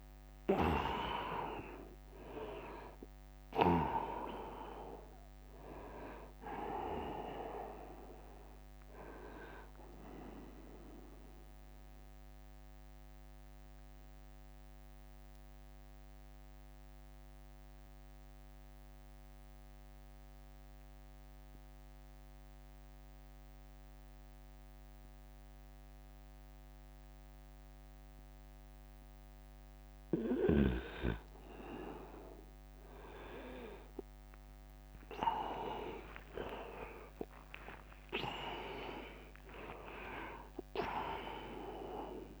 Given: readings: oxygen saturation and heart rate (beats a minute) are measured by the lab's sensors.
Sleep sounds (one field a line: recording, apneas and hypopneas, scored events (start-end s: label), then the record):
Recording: breathing in sleep by a microphone on the trachea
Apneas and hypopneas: 1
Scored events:
0.00-8.00 s: drop in pulse transit time (device-marked, heart rate 66 extreme)
0.00-19.00 s: oxygen desaturation (device-marked, oxygen 92% lowest, heart rate 67 extreme)
9.50-28.50 s: obstructive apnea (oxygen 100% before, 92% lowest, heart rate 76 before, 67 extreme, up 26 after)
21.50-23.50 s: long interval between heartbeats (device-marked, heart rate 77 before, 72 extreme)
25.00-27.00 s: long interval between heartbeats (device-marked, heart rate 74 before, 71 extreme)
33.00-40.50 s: arousal
35.00-37.00 s: long interval between heartbeats (device-marked, heart rate 71 before, 88 extreme)
36.00-42.40 s: drop in pulse transit time (device-marked, heart rate 72 before, 70 extreme)
38.00-42.40 s: oxygen desaturation (device-marked, oxygen 100% before, 93% lowest, heart rate 74 before, 65 extreme)
From the record:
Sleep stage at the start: N2 (light sleep)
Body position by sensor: on the right side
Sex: male